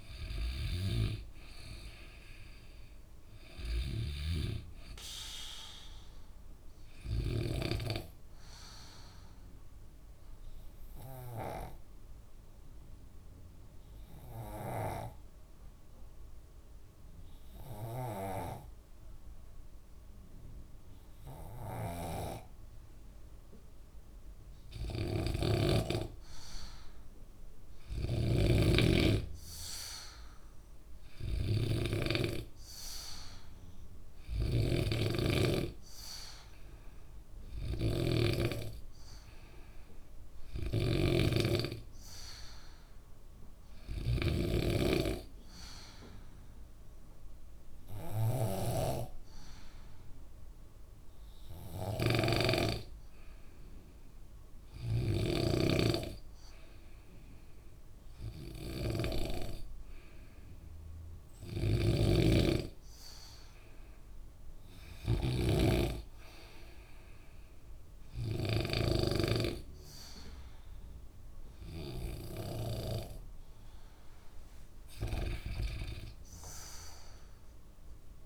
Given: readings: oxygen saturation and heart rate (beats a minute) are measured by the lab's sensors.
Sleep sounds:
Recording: breathing in sleep by a room microphone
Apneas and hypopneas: 2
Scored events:
8.50-24.50 s: obstructive apnea (oxygen 95% before, 92% lowest, heart rate 68 before, 65 extreme, up 9 after)
22.00-44.50 s: snoring (device-marked)
26.50-43.50 s: oxygen desaturation (device-marked, oxygen 96% before, 92% lowest, heart rate 67 before, 68 extreme)
27.00-30.50 s: arousal
44.50-55.50 s: obstructive apnea (oxygen 96% before, 91% lowest, heart rate 71 before, 68 extreme, up 1 after)
52.00-55.50 s: snoring (device-marked)
57.50-60.50 s: arousal
61.50-69.50 s: snoring (device-marked)
From the record:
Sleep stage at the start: N2 (light sleep)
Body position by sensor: on the back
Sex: male

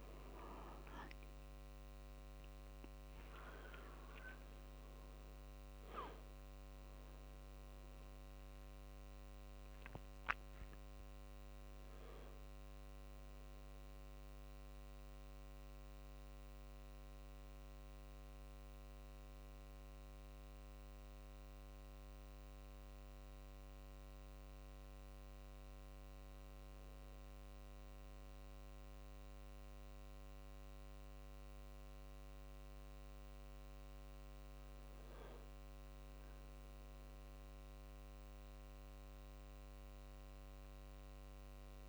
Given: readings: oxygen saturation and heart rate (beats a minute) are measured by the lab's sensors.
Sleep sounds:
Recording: a person awake in a sleep study, hard to hear, by a microphone on the trachea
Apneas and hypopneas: none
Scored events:
6.00-18.00 s: drop in pulse transit time (device-marked, heart rate 66 before, 50 extreme)
From the record:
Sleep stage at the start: awake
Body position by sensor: on the right side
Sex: male

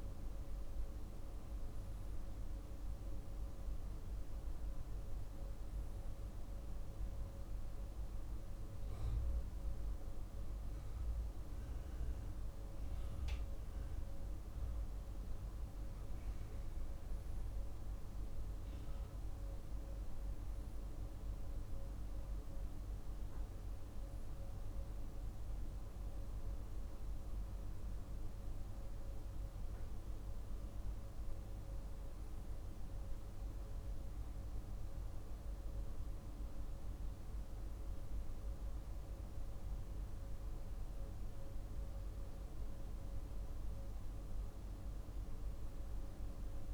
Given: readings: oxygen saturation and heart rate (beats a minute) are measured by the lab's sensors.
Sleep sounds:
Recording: breathing in sleep, hard to hear, by a room microphone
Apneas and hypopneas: none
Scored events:
none scored
From the record:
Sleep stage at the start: N2 (light sleep)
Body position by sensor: on the right side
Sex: male

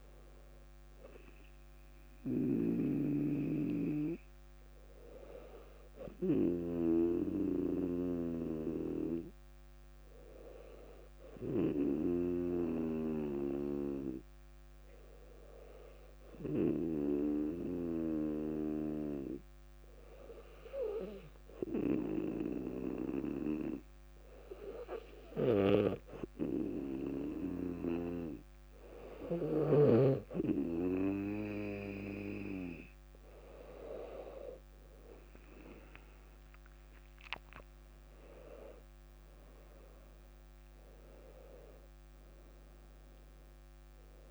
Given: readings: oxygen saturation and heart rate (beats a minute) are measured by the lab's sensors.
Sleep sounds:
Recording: breathing in sleep by a microphone on the trachea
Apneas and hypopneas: 1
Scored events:
8.50-27.50 s: hypopnea (oxygen 97% before, 97% lowest, heart rate 65 before, 61 extreme, up 1 after)
36.50-42.00 s: arousal
From the record:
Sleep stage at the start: N2 (light sleep)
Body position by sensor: on the back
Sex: female

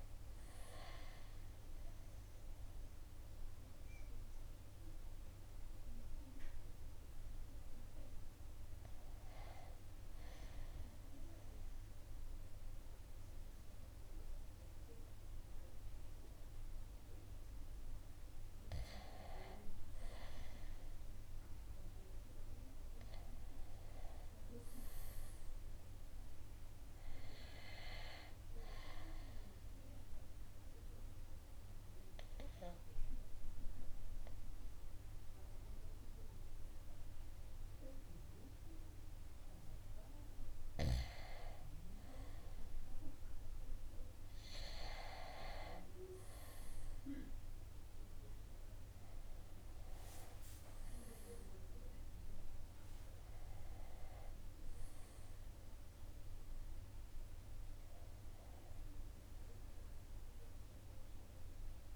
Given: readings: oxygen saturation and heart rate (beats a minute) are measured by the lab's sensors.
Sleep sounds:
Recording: breathing in sleep by a room microphone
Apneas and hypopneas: 1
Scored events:
0.00-12.00 s: oxygen desaturation (device-marked, oxygen 88% lowest, heart rate 62 extreme)
20.00-25.00 s: oxygen desaturation (device-marked, oxygen 95% before, 92% lowest, heart rate 65 before, 62 extreme)
23.50-27.50 s: arousal
29.50-41.00 s: obstructive apnea (oxygen 95% before, 86% lowest, heart rate 65 before, 62 extreme, up 3 after)
31.00-37.00 s: oxygen desaturation (device-marked, oxygen 93% before, 89% lowest, heart rate 66 before, 62 extreme)
44.00-47.50 s: arousal
50.00-61.96 s: oxygen desaturation (device-marked, oxygen 95% before, 88% lowest, heart rate 64 before, 62 extreme)
From the record:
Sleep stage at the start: N2 (light sleep)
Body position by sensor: on the right side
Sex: male

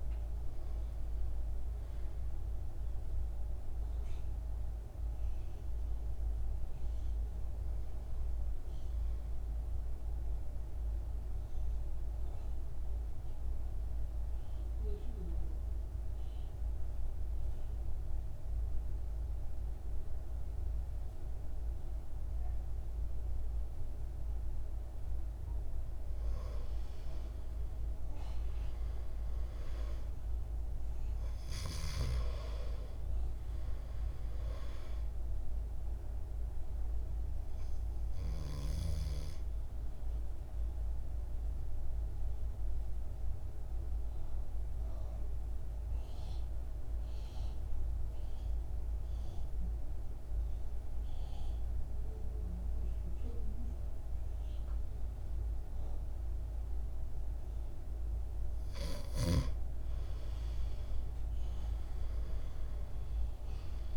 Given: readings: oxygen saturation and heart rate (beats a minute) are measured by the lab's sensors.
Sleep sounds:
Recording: breathing in sleep, hard to hear, by a room microphone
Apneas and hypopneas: 2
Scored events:
0.00-5.50 s: oxygen desaturation (device-marked, oxygen 94% lowest, heart rate 55 extreme)
9.50-24.50 s: mixed apnea (oxygen 99% before, 86% lowest, heart rate 74 before, 54 extreme, up 7 after)
23.50-46.50 s: oxygen desaturation (device-marked, oxygen 98% before, 88% lowest, heart rate 60 before, 54 extreme)
27.00-31.00 s: arousal
39.50-58.50 s: mixed apnea (oxygen 99% before, 86% lowest, heart rate 59 before, 54 extreme, up 10 after)
60.50-63.97 s: arousal
61.50-63.97 s: oxygen desaturation (device-marked, oxygen 98% before, 89% lowest, heart rate 57 before, 54 extreme)
From the record:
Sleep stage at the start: N2 (light sleep)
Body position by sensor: on the back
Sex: male

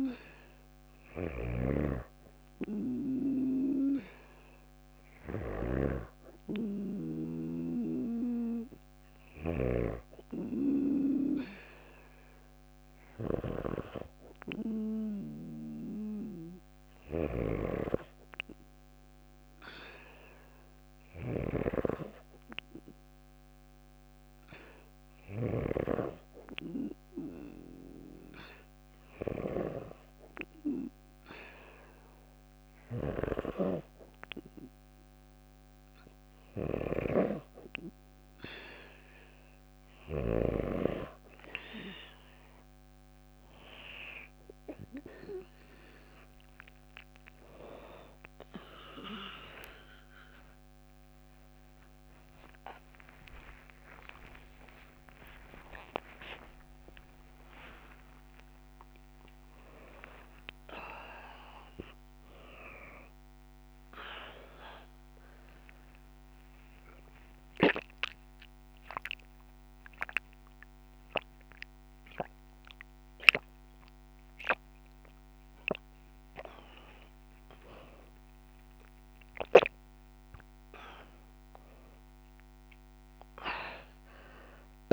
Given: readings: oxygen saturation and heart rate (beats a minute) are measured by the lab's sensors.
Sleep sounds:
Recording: a person partly awake in a sleep study, by a microphone on the trachea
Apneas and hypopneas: 1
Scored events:
0.00-24.50 s: snoring (device-marked)
15.50-19.00 s: arousal
21.00-32.00 s: hypopnea (oxygen 97% before, 95% lowest, heart rate 57 before, 57 extreme, up 1 after)
45.50-84.93 s: new sleep stage, awake
51.50-63.50 s: tachycardia (device-marked, heart rate 59 before, 157 extreme)
From the record:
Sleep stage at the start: N2 (light sleep)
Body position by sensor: on the back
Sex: female

